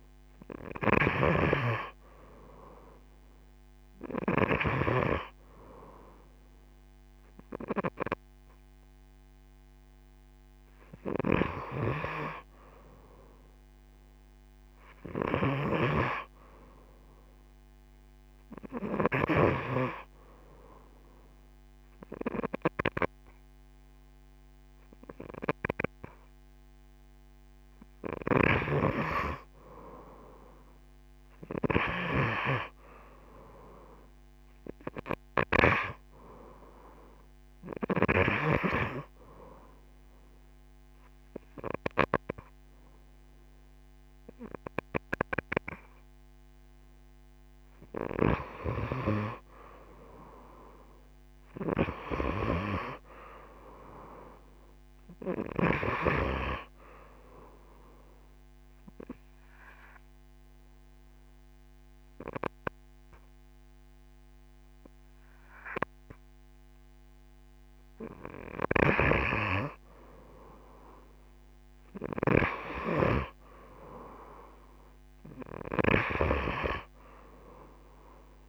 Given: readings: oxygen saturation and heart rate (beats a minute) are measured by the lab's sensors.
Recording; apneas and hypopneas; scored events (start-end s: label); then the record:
breathing in sleep by a microphone on the trachea; 1
0.00-1.50 s: oxygen desaturation (device-marked, oxygen 91% lowest)
49.00-52.00 s: arousal
57.50-70.50 s: oxygen desaturation (device-marked, oxygen 93% before, 88% lowest)
58.00-69.00 s: obstructive apnea (oxygen 93% before, 86% lowest)
71.00-74.50 s: arousal
75.50-78.49 s: oxygen desaturation (device-marked, oxygen 95% before, 89% lowest)
From the record:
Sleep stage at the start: N2 (light sleep); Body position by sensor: on the right side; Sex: female